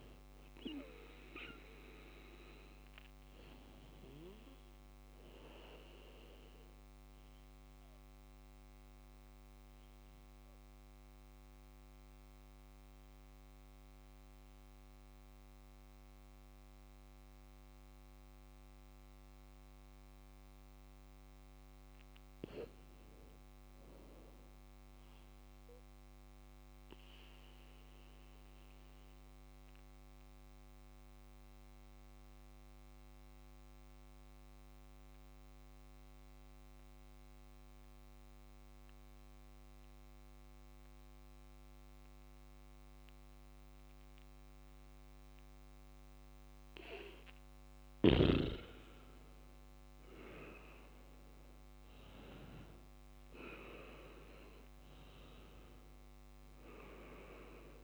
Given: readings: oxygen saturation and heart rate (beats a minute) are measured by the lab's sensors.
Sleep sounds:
breathing in sleep by a microphone on the trachea; 2
0.00-10.50 s: oxygen desaturation (device-marked, oxygen 94% lowest, heart rate 59 extreme)
7.50-20.00 s: central apnea (oxygen 98% before, 94% lowest, heart rate 61 before, 61 extreme, up 2 after)
22.00-25.00 s: arousal
29.50-47.50 s: obstructive apnea (oxygen 99% before, 94% lowest, heart rate 63 before, 58 extreme, up 0 after)
48.50-57.84 s: oxygen desaturation (device-marked, oxygen 98% before, 94% lowest, heart rate 63 before, 58 extreme)
49.50-53.00 s: arousal
From the record:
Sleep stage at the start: N2 (light sleep); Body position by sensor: on the back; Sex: male

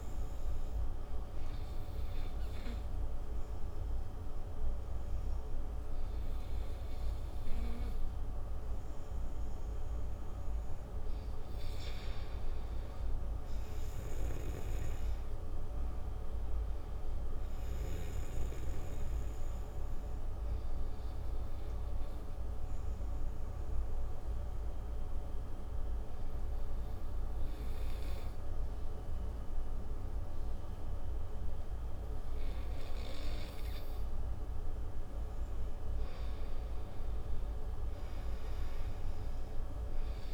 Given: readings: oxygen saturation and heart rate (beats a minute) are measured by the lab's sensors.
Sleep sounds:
breathing in sleep, hard to hear, by a room microphone; 2
1.50-12.00 s: obstructive apnea (oxygen 97% before, 89% lowest, heart rate 68 before, 37 extreme, up 3 after)
13.00-15.50 s: arousal
15.50-30.50 s: oxygen desaturation (device-marked, oxygen 96% before, 92% lowest, heart rate 70 before, 37 extreme)
21.50-35.50 s: obstructive apnea (oxygen 97% before, 89% lowest, heart rate 69 before, 37 extreme, up 39 after)
37.50-40.34 s: arousal
From the record:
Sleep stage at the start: N2 (light sleep); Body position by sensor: on the right side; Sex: male

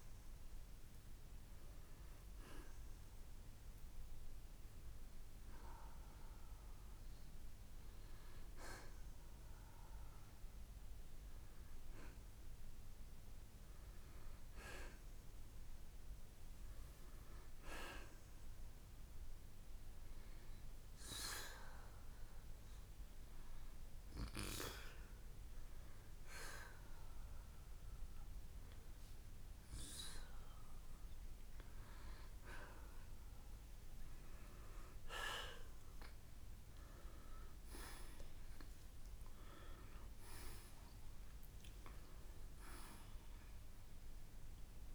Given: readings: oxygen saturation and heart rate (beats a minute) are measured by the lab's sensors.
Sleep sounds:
breathing in sleep by a room microphone; 1
0.00-2.50 s: arousal
15.00-18.00 s: arousal
21.50-33.50 s: hypopnea (oxygen 94% before, 87% lowest, heart rate 64 before, 60 extreme, up 10 after)
35.50-40.00 s: arousal
From the record:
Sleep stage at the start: N2 (light sleep); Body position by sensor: on the right side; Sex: male

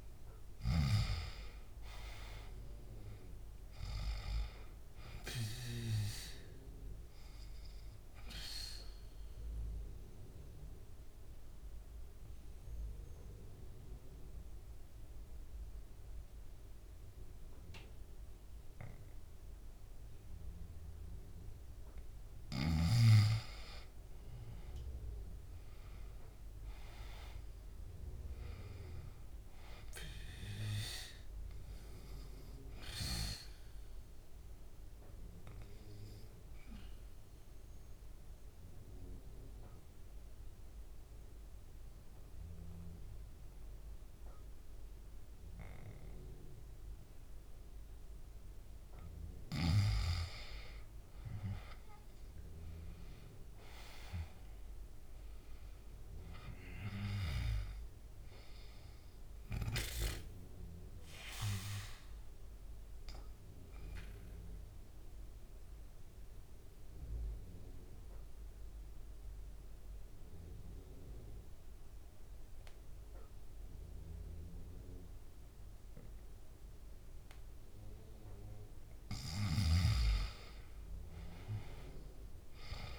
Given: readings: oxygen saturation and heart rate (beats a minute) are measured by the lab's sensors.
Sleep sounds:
breathing in sleep by a room microphone; 3
0.00-2.50 s: arousal
5.00-26.00 s: oxygen desaturation (device-marked, oxygen 97% before, 88% lowest, heart rate 68 before, 64 extreme)
8.00-21.50 s: obstructive apnea (oxygen 97% before, 88% lowest, heart rate 68 before, 64 extreme, up 6 after)
25.00-29.50 s: arousal
35.00-49.00 s: obstructive apnea (oxygen 98% before, 88% lowest, heart rate 69 before, 62 extreme, up 9 after)
39.00-51.00 s: oxygen desaturation (device-marked, oxygen 98% before, 90% lowest, heart rate 70 before, 62 extreme)
52.00-55.50 s: arousal
60.00-78.00 s: obstructive apnea (oxygen 98% before, 88% lowest, heart rate 68 before, 62 extreme, up 9 after)
62.00-80.00 s: oxygen desaturation (device-marked, oxygen 98% before, 89% lowest, heart rate 69 before, 62 extreme)
81.50-82.99 s: arousal
From the record:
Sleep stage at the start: N2 (light sleep); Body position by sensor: on the back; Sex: male

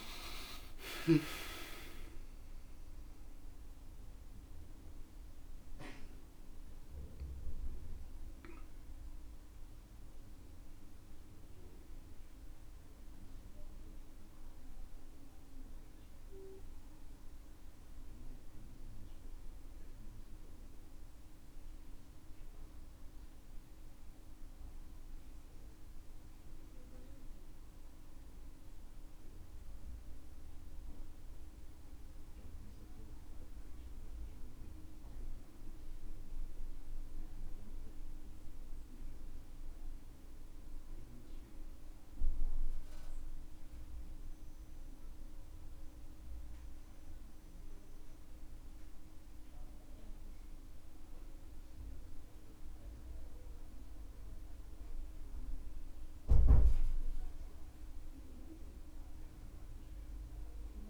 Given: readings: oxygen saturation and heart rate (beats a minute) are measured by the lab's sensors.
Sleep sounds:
breathing in sleep by a room microphone; none
5.00-12.00 s: oxygen desaturation (device-marked, oxygen 96% before, 93% lowest, heart rate 68 before, 63 extreme)
From the record:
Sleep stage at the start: REM sleep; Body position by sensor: on the back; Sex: male

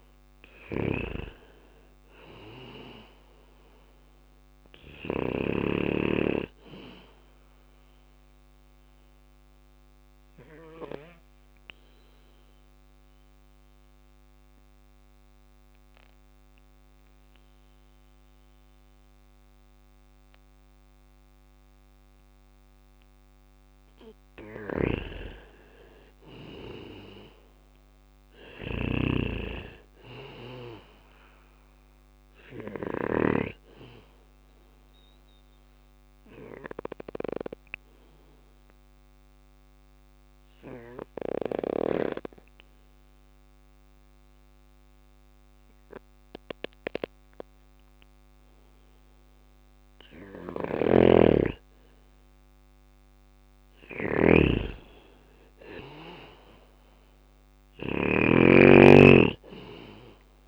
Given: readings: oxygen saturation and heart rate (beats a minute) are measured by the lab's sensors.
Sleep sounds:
breathing in sleep by a microphone on the trachea; 2
0.00-1.00 s: arousal
0.00-4.00 s: snoring (device-marked)
0.00-16.50 s: bradycardia (device-marked, heart rate 57 extreme)
1.50-15.50 s: oxygen desaturation (device-marked, oxygen 99% before, 95% lowest, heart rate 59 before, 57 extreme)
8.00-23.00 s: obstructive apnea (oxygen 99% before, 93% lowest, heart rate 59 before, 58 extreme, up 2 after)
23.50-32.50 s: snoring (device-marked)
24.50-27.50 s: arousal
29.50-45.50 s: oxygen desaturation (device-marked, oxygen 98% before, 93% lowest, heart rate 59 before, 59 extreme)
31.50-37.50 s: bradycardia (device-marked, heart rate 60 before, 59 extreme)
32.00-49.00 s: obstructive apnea (oxygen 98% before, 92% lowest, heart rate 60 before, 59 extreme, up 3 after)
49.50-60.48 s: snoring (device-marked)
51.50-55.50 s: arousal
58.50-60.48 s: oxygen desaturation (device-marked, oxygen 98% before, 93% lowest, heart rate 60 before, 59 extreme)
From the record:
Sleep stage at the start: N2 (light sleep); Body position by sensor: on the back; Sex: male

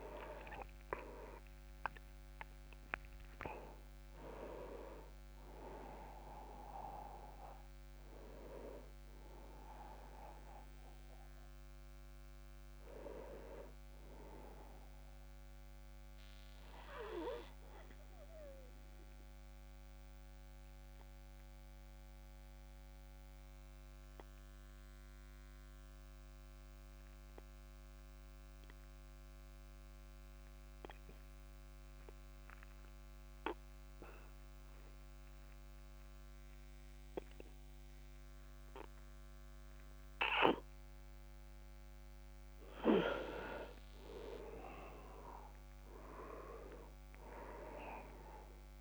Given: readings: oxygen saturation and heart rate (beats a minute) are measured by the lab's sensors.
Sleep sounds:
breathing in sleep by a microphone on the trachea; 1
0.00-1.50 s: arousal
0.00-22.00 s: oxygen desaturation (device-marked, oxygen 91% lowest)
15.50-42.00 s: obstructive apnea (oxygen 98% before, 91% lowest)
44.00-47.50 s: arousal
From the record:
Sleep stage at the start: N2 (light sleep); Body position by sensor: on the back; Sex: male

